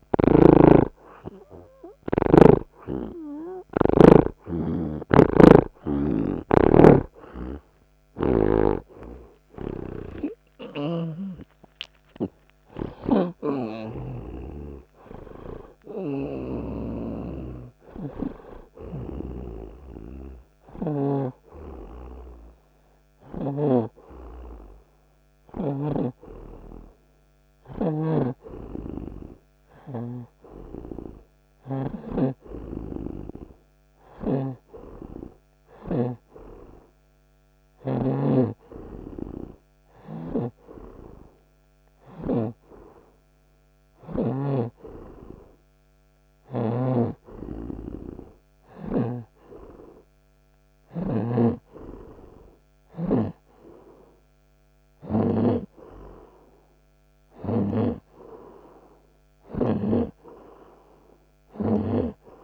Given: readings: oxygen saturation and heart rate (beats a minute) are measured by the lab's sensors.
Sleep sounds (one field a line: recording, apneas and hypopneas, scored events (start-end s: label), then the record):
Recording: breathing in sleep by a microphone on the trachea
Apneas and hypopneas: none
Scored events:
0.00-9.00 s: oxygen desaturation (device-marked, oxygen 73% lowest)
5.00-14.50 s: snoring (device-marked)
10.50-14.50 s: arousal
19.00-24.00 s: snoring (device-marked)
26.00-32.00 s: snoring (device-marked)
27.00-57.00 s: new sleep stage, N1 (lightest sleep)
34.00-44.50 s: snoring (device-marked)
49.00-58.00 s: snoring (device-marked)
57.00-62.44 s: new sleep stage, N2 (light sleep)
From the record:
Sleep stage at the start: N2 (light sleep)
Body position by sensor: on the right side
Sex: male